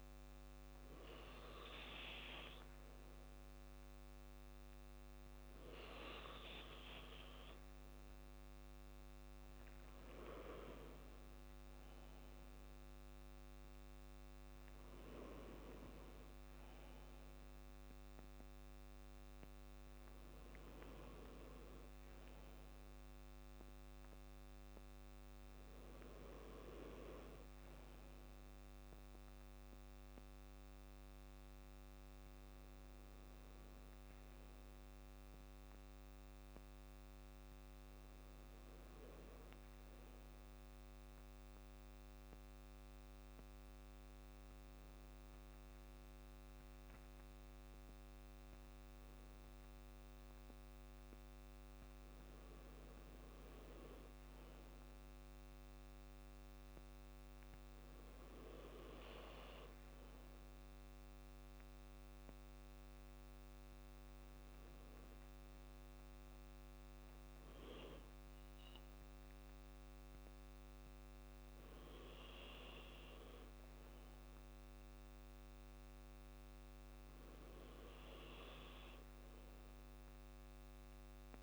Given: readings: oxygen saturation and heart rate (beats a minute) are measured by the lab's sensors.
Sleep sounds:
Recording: breathing in sleep by a microphone on the trachea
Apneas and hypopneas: none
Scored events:
2.50-4.50 s: long interval between heartbeats (device-marked, heart rate 56 before, 68 extreme)
7.50-9.50 s: long interval between heartbeats (device-marked, heart rate 59 before, 78 extreme)
13.00-18.00 s: arousal
From the record:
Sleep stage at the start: N2 (light sleep)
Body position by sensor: on the back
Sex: male

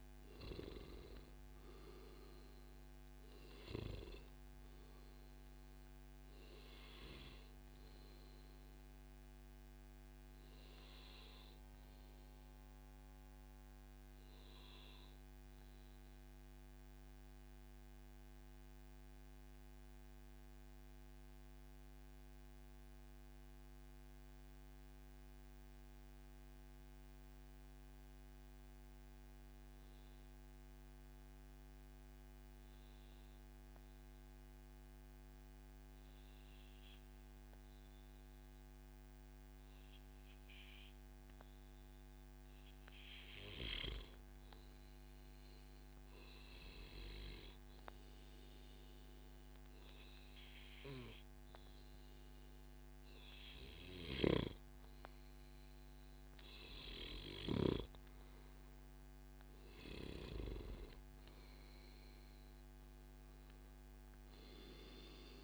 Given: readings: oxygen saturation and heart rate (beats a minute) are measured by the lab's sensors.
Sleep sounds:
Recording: breathing in sleep by a microphone on the trachea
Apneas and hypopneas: 1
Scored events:
0.00-2.50 s: oxygen desaturation (device-marked, oxygen 92% lowest, heart rate 91 extreme)
5.50-53.00 s: obstructive apnea (oxygen 97% before, 92% lowest, heart rate 141 before, 91 extreme, up 38 after)
6.50-8.50 s: long interval between heartbeats (device-marked, heart rate 141 before, 114 extreme)
20.00-22.00 s: long interval between heartbeats (device-marked, heart rate 119 before, 119 extreme)
47.50-49.50 s: long interval between heartbeats (device-marked, heart rate 140 before, 130 extreme)
57.50-61.00 s: arousal
From the record:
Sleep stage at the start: N2 (light sleep)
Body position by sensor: on the back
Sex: male

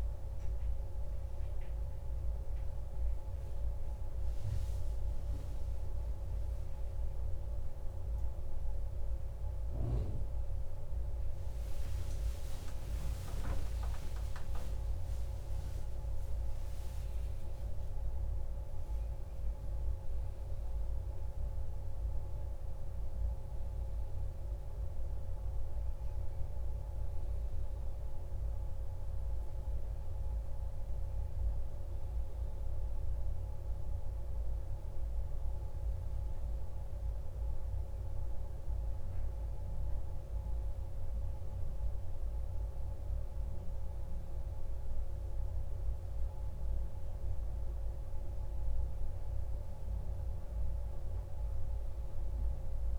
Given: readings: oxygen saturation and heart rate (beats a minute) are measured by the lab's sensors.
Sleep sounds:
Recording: breathing in sleep, hard to hear, by a room microphone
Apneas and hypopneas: none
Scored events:
12.50-16.50 s: arousal
From the record:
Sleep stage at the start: N1 (lightest sleep)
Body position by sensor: on the back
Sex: male

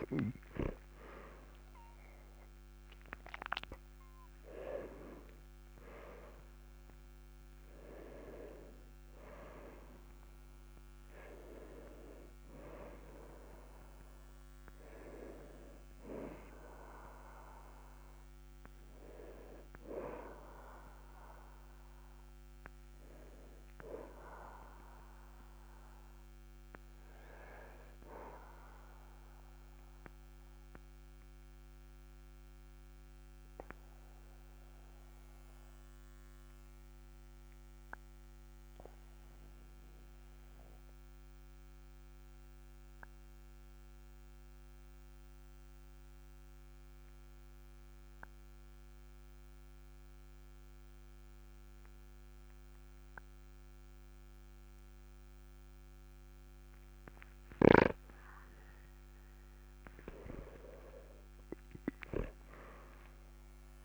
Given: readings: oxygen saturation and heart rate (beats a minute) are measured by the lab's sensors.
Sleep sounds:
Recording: breathing in sleep by a microphone on the trachea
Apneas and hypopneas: 1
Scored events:
0.00-4.00 s: arousal
19.00-35.00 s: oxygen desaturation (device-marked, oxygen 98% before, 94% lowest, heart rate 46 before, 38 extreme)
30.00-59.50 s: obstructive apnea (oxygen 98% before, 95% lowest, heart rate 46 before, 38 extreme, up 16 after)
61.00-63.85 s: arousal
From the record:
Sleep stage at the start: N2 (light sleep)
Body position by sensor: on the back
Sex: male

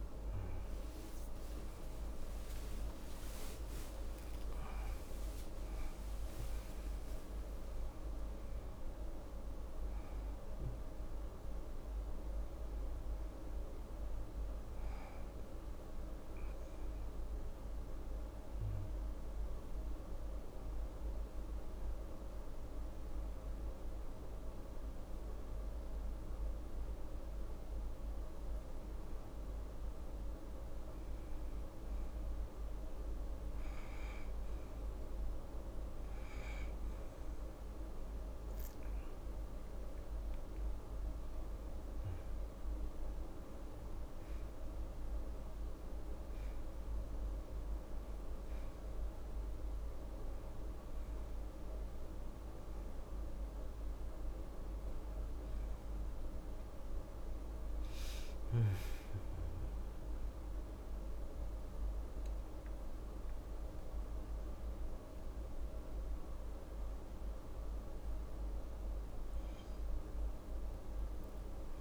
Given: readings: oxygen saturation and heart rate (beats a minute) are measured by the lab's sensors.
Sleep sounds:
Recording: a person partly awake in a sleep study, hard to hear, by a room microphone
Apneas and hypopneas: none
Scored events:
17.00-71.81 s: new sleep stage, N1 (lightest sleep)
37.00-62.00 s: oxygen desaturation (device-marked, oxygen 93% before, 87% lowest)
37.50-41.50 s: arousal
From the record:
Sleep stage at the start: awake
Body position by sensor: on the right side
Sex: female

